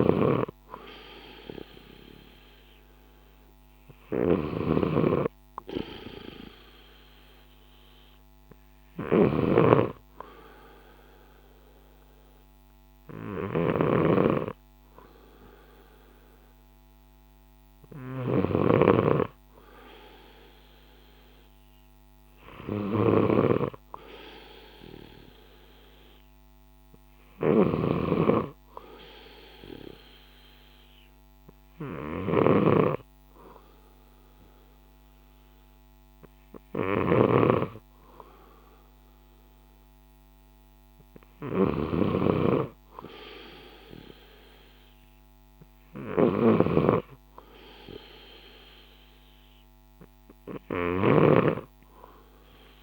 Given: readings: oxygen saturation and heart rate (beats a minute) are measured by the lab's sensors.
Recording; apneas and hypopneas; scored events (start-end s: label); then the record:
breathing in sleep by a microphone on the trachea; none
0.00-52.83 s: snoring (device-marked)
18.00-29.00 s: oxygen desaturation (device-marked, oxygen 94% before, 91% lowest, heart rate 60 before, 58 extreme)
From the record:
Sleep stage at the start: N2 (light sleep); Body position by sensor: on the left side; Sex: male